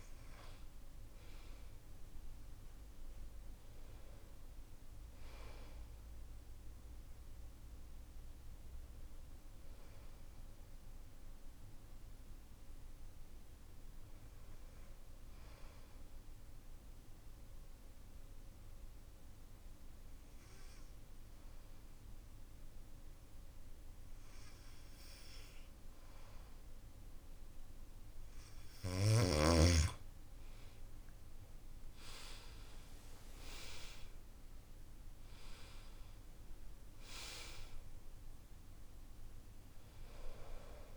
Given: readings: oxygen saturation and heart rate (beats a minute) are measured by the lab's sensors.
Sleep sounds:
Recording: breathing in sleep by a room microphone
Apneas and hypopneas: 1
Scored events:
9.00-26.50 s: hypopnea (oxygen 94% before, 91% lowest)
29.50-32.50 s: arousal
33.00-40.97 s: oxygen desaturation (device-marked, oxygen 95% before, 91% lowest)
From the record:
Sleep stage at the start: N2 (light sleep)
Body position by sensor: on the back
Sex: male

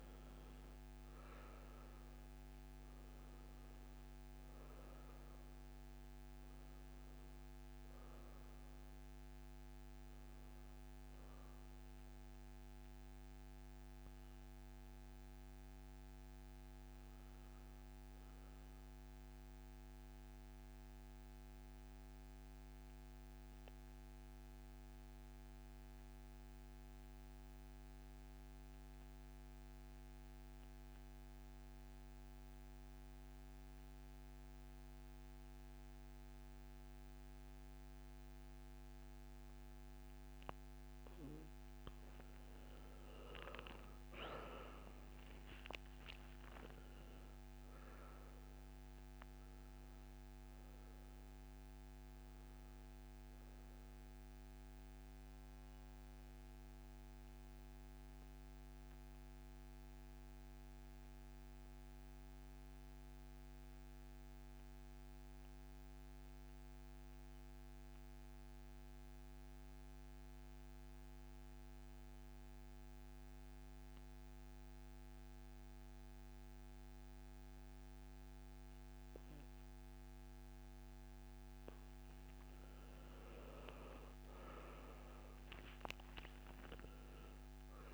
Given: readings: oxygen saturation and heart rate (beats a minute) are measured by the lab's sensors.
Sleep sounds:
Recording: breathing in sleep, hard to hear, by a microphone on the trachea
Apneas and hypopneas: 2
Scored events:
0.00-15.50 s: oxygen desaturation (device-marked, oxygen 84% lowest, heart rate 59 extreme)
20.50-41.00 s: mixed apnea (oxygen 99% before, 81% lowest, heart rate 73 before, 59 extreme, up 17 after)
36.50-64.50 s: oxygen desaturation (device-marked, oxygen 97% before, 82% lowest, heart rate 65 before, 66 extreme)
43.00-47.00 s: arousal
54.50-81.50 s: mixed apnea (oxygen 98% before, 80% lowest, heart rate 71 before, 66 extreme, up 14 after)
78.50-87.94 s: oxygen desaturation (device-marked, oxygen 99% before, 81% lowest, heart rate 68 before, 64 extreme)
83.00-87.00 s: arousal
From the record:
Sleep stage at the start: N2 (light sleep)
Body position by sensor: on the back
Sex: male

